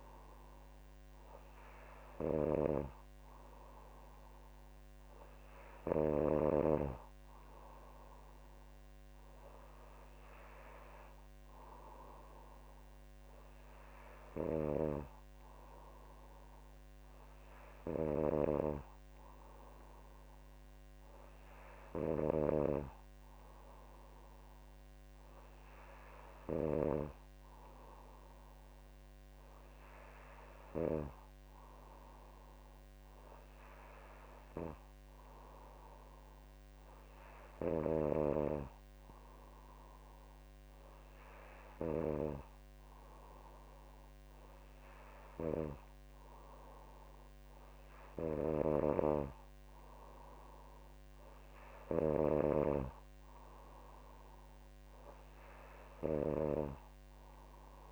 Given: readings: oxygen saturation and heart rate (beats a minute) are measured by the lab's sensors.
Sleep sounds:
breathing in sleep by a microphone on the trachea; none
none scored
From the record:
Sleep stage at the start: N2 (light sleep); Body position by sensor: on the back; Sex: female

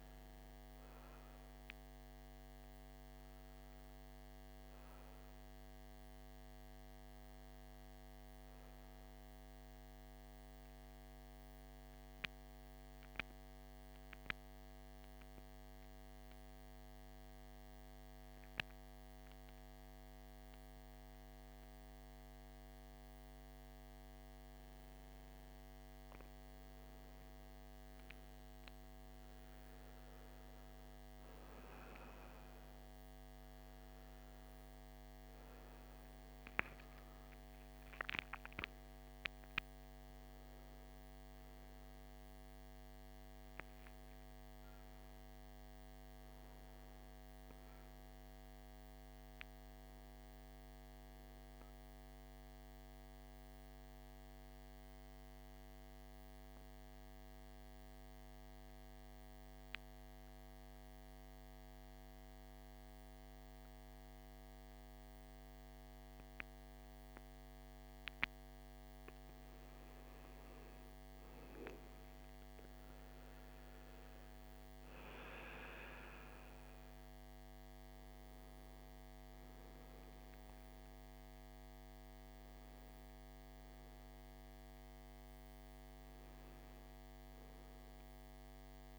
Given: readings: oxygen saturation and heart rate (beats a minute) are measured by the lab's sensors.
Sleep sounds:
breathing in sleep, hard to hear, by a microphone on the trachea; 2
0.00-10.00 s: oxygen desaturation (device-marked, oxygen 90% lowest, heart rate 55 extreme)
10.00-25.50 s: central apnea (oxygen 96% before, 89% lowest, heart rate 67 before, 55 extreme, up 7 after)
27.00-31.00 s: arousal
32.00-50.00 s: oxygen desaturation (device-marked, oxygen 99% before, 90% lowest, heart rate 56 before, 57 extreme)
52.50-69.00 s: central apnea (oxygen 99% before, 89% lowest, heart rate 65 before, 57 extreme, up 13 after)
70.50-75.00 s: arousal
72.00-88.99 s: oxygen desaturation (device-marked, oxygen 97% before, 89% lowest, heart rate 58 before, 56 extreme)
From the record:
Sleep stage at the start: N2 (light sleep); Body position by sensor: on the back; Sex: male

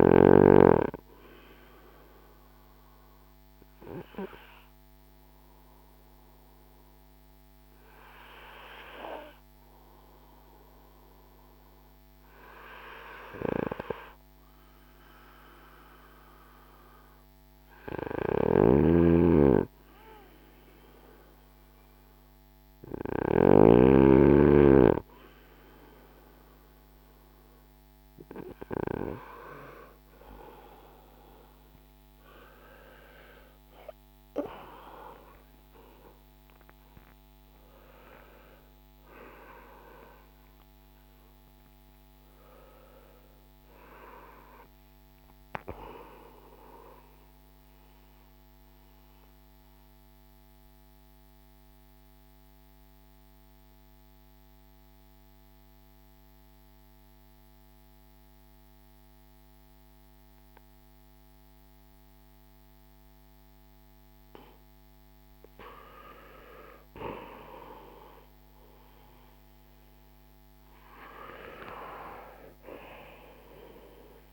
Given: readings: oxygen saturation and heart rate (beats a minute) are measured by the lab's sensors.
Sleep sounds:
breathing in sleep by a microphone on the trachea; 2
1.00-17.50 s: obstructive apnea (oxygen 95% before, 93% lowest, heart rate 56 before, 46 extreme, up 6 after)
17.50-23.00 s: snoring (device-marked)
22.00-26.00 s: arousal
45.50-65.50 s: mixed apnea (oxygen 95% before, 91% lowest, heart rate 54 before, 45 extreme, up 11 after)
68.50-72.00 s: arousal
From the record:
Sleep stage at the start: N2 (light sleep); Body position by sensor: on the back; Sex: male

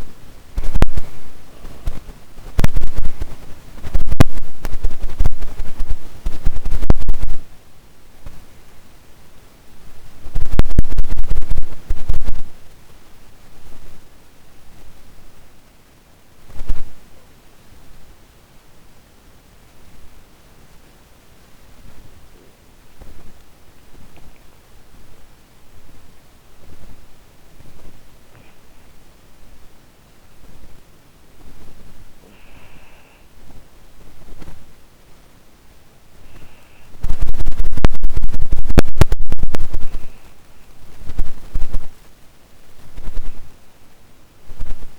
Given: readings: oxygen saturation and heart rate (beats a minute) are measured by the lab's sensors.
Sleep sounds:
breathing in sleep by a microphone on the trachea; 1
0.00-24.00 s: oxygen desaturation (device-marked, oxygen 84% lowest)
13.50-25.50 s: obstructive apnea (oxygen 97% before, 84% lowest)
22.00-44.99 s: new sleep stage, N1 (lightest sleep)
From the record:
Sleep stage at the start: N2 (light sleep); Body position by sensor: on the back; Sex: female

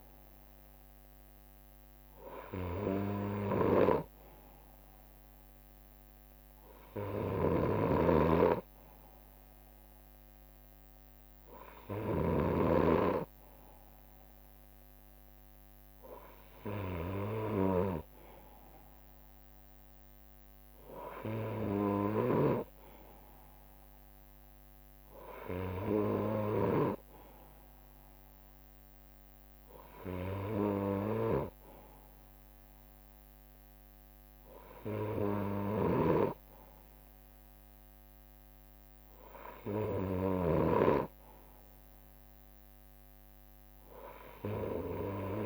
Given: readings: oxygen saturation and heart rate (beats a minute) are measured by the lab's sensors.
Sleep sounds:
breathing in sleep by a microphone on the trachea; none
3.00-8.50 s: leg movement (device-marked)
7.00-12.00 s: snoring (device-marked)
9.50-11.50 s: leg movement (device-marked)
17.50-18.50 s: leg movement (device-marked)
20.50-23.00 s: leg movement (device-marked)
27.50-35.50 s: leg movement (device-marked)
33.00-45.00 s: drop in pulse transit time (device-marked, heart rate 65 before, 64 extreme)
35.50-40.50 s: snoring (device-marked)
44.00-45.45 s: leg movement (device-marked)
From the record:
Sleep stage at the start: N2 (light sleep); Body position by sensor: on the right side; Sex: male

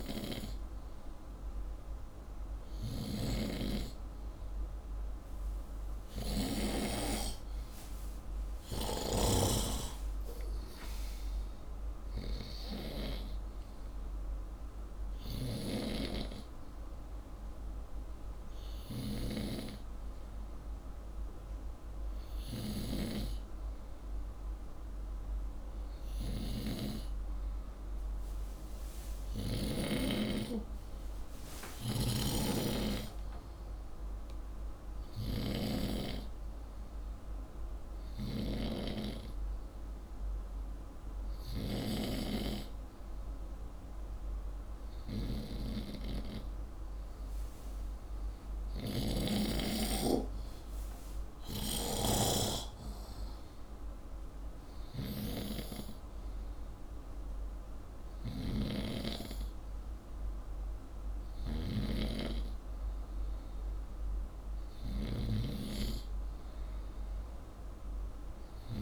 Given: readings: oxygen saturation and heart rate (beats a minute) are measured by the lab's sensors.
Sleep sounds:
breathing in sleep by a room microphone; none
0.00-3.00 s: oxygen desaturation (device-marked, oxygen 91% lowest, heart rate 63 extreme)
32.00-35.50 s: snoring (device-marked)
48.50-52.00 s: snoring (device-marked)
58.00-68.82 s: snoring (device-marked)
From the record:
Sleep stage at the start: N2 (light sleep); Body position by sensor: upright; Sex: male

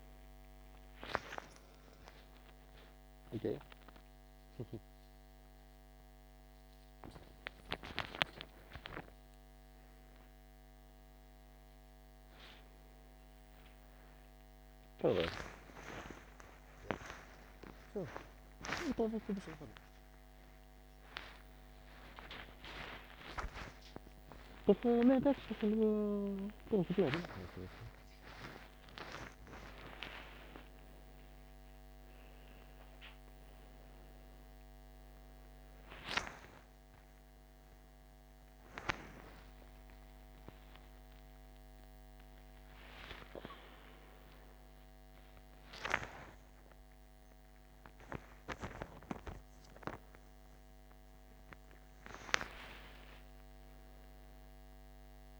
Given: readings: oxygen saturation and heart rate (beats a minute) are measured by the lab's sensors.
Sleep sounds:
a person awake in a sleep study, by a microphone on the trachea; none
none scored
From the record:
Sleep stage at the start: awake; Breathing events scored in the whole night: 264 in 7.4 hours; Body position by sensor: on the back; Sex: male

